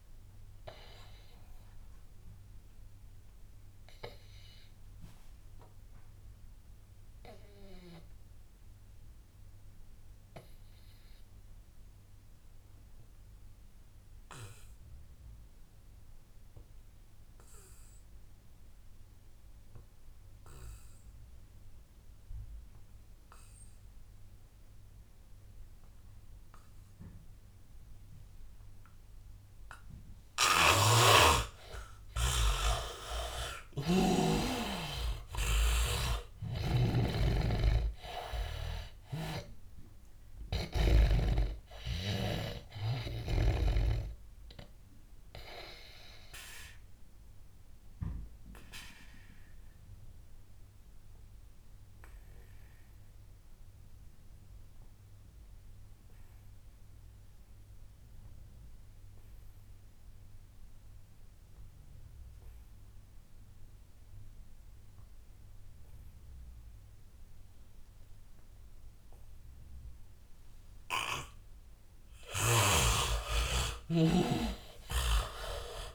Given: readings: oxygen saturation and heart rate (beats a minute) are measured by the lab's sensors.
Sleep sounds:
breathing in sleep by a room microphone; 2
0.00-6.50 s: oxygen desaturation (device-marked, oxygen 80% lowest, heart rate 83 extreme)
1.50-30.00 s: obstructive apnea (oxygen 100% before, 78% lowest, heart rate 93 before, 83 extreme, up 12 after)
5.00-7.00 s: long interval between heartbeats (device-marked, heart rate 95 before, 107 extreme)
26.50-56.50 s: oxygen desaturation (device-marked, oxygen 98% before, 79% lowest, heart rate 91 before, 78 extreme)
30.50-41.00 s: snoring (device-marked)
33.00-37.00 s: arousal
45.50-71.50 s: obstructive apnea (oxygen 99% before, 78% lowest, heart rate 91 before, 78 extreme, up 19 after)
70.50-75.95 s: oxygen desaturation (device-marked, oxygen 99% before, 78% lowest, heart rate 85 before, 77 extreme)
72.50-75.95 s: snoring (device-marked)
73.00-75.95 s: arousal
From the record:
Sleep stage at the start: N2 (light sleep); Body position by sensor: on the back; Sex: male

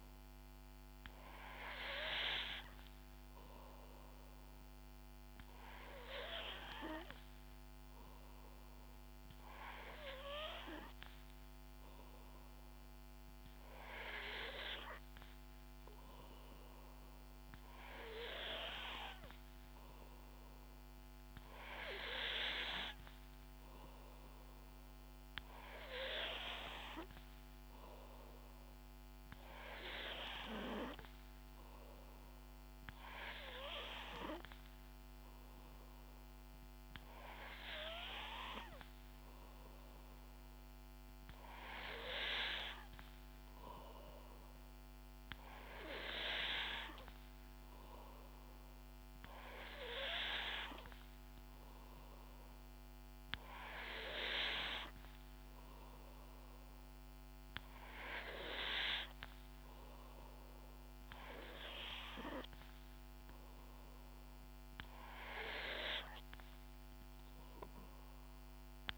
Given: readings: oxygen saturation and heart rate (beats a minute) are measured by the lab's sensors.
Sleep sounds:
breathing in sleep by a microphone on the trachea; none
none scored
From the record:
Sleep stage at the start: N3 (deep sleep); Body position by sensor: on the back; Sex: female

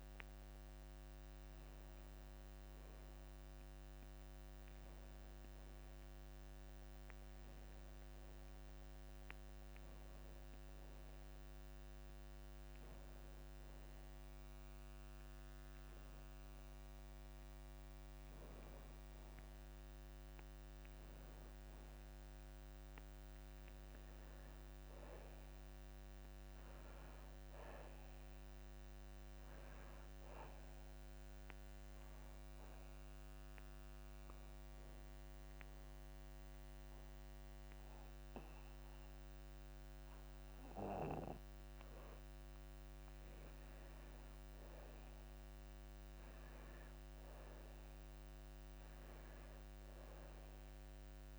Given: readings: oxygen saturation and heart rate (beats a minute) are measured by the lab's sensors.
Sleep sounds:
a person partly awake in a sleep study, hard to hear, by a microphone on the trachea; 1
1.50-3.50 s: long interval between heartbeats (device-marked, heart rate 69 before, 53 extreme)
2.50-32.50 s: new sleep stage, N1 (lightest sleep)
17.50-19.50 s: long interval between heartbeats (device-marked, heart rate 49 before, 58 extreme)
22.00-24.00 s: long interval between heartbeats (device-marked, heart rate 48 before, 38 extreme)
30.50-51.39 s: oxygen desaturation (device-marked, oxygen 96% before, 93% lowest, heart rate 44 before, 26 extreme)
32.50-51.39 s: new sleep stage, N2 (light sleep)
33.00-43.00 s: hypopnea (oxygen 98% before, 92% lowest, heart rate 42 before, 26 extreme, up 24 after)
33.50-35.50 s: long interval between heartbeats (device-marked, heart rate 42 before, 34 extreme)
43.00-45.00 s: long interval between heartbeats (device-marked, heart rate 38 before, 57 extreme)
46.50-50.50 s: arousal
From the record:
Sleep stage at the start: awake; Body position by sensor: on the back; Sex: male

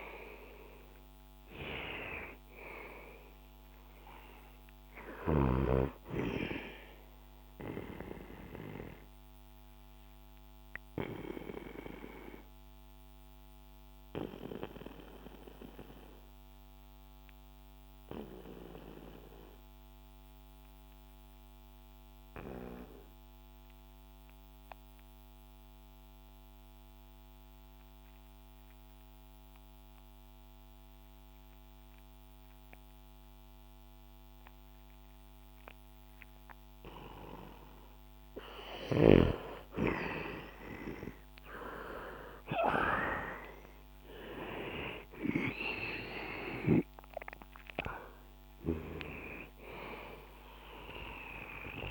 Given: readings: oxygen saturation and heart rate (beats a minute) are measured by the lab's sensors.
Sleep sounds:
breathing in sleep by a microphone on the trachea; 1
0.00-9.50 s: oxygen desaturation (device-marked, oxygen 90% lowest, heart rate 61 extreme)
8.50-37.50 s: obstructive apnea (oxygen 98% before, 86% lowest, heart rate 71 before, 61 extreme, up 11 after)
25.50-32.50 s: oxygen desaturation (device-marked, oxygen 91% before, 86% lowest, heart rate 64 before, 63 extreme)
41.50-45.50 s: arousal
44.50-51.91 s: oxygen desaturation (device-marked, oxygen 98% before, 88% lowest, heart rate 64 before, 63 extreme)
From the record:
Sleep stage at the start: N2 (light sleep); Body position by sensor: on the back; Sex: male

